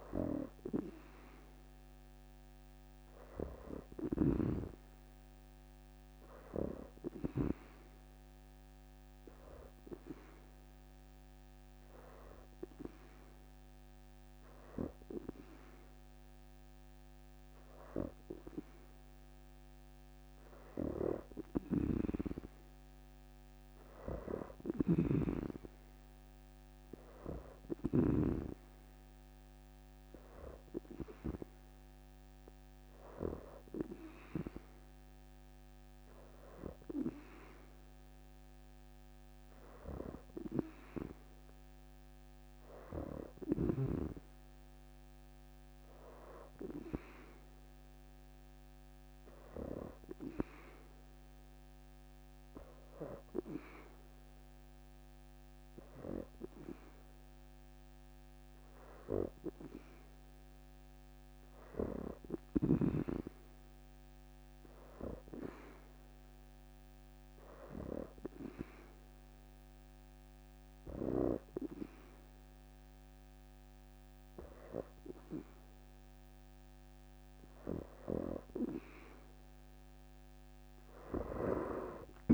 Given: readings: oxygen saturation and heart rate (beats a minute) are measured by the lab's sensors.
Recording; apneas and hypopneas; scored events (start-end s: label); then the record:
breathing in sleep by a microphone on the trachea; 2
0.50-8.50 s: oxygen desaturation (device-marked, oxygen 89% before, 82% lowest, heart rate 78 before, 78 extreme)
9.50-19.50 s: hypopnea (oxygen 90% before, 85% lowest, heart rate 77 before, 69 extreme, up 3 after)
22.50-26.00 s: arousal
24.00-28.00 s: snoring (device-marked)
27.50-41.50 s: oxygen desaturation (device-marked, oxygen 90% before, 85% lowest, heart rate 80 before, 69 extreme)
50.00-60.50 s: hypopnea (oxygen 90% before, 85% lowest, heart rate 77 before, 71 extreme, up 11 after)
63.00-66.50 s: arousal
From the record:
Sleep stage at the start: N2 (light sleep); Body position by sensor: on the back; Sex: female